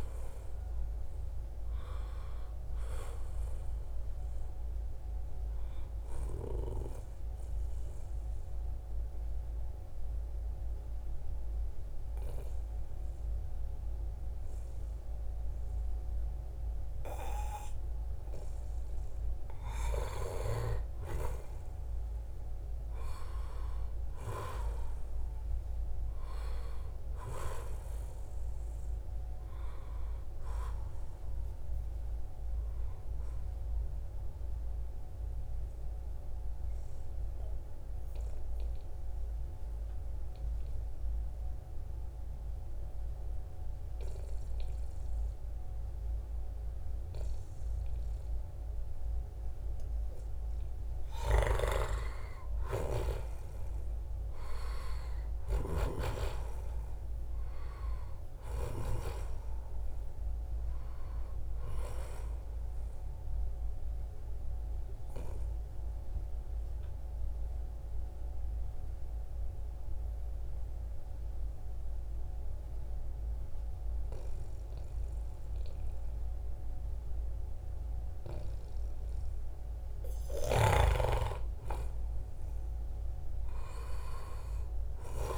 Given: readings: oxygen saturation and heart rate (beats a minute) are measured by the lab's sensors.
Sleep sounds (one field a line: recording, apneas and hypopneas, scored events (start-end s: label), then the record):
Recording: breathing in sleep by a room microphone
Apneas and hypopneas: 3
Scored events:
0.00-1.00 s: arousal
4.00-18.00 s: obstructive apnea (oxygen 94% before, 88% lowest, heart rate 75 before, 72 extreme, up 0 after)
19.50-24.50 s: arousal
26.00-40.00 s: oxygen desaturation (device-marked, oxygen 93% before, 89% lowest, heart rate 73 before, 72 extreme)
33.00-49.00 s: obstructive apnea (oxygen 93% before, 88% lowest, heart rate 74 before, 72 extreme, up 3 after)
50.50-55.50 s: snoring (device-marked)
51.50-56.00 s: arousal
56.00-72.00 s: oxygen desaturation (device-marked, oxygen 94% before, 88% lowest, heart rate 73 before, 70 extreme)
62.50-80.00 s: mixed apnea (oxygen 94% before, 88% lowest, heart rate 74 before, 70 extreme, up 3 after)
72.00-85.38 s: new sleep stage, N2 (light sleep)
82.00-85.38 s: arousal
From the record:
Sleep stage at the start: N1 (lightest sleep)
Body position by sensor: on the back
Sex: male